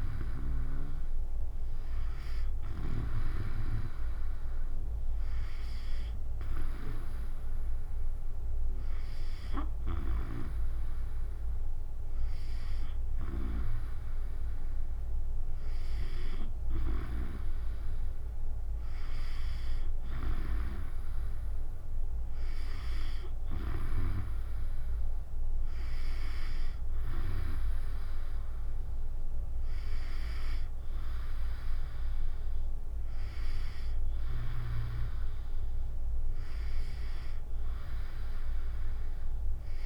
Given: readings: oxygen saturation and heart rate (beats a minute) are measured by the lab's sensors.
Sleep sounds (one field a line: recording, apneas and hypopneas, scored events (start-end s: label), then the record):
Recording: breathing in sleep by a room microphone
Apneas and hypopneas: none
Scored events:
none scored
From the record:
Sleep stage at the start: N2 (light sleep)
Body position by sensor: on the back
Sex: female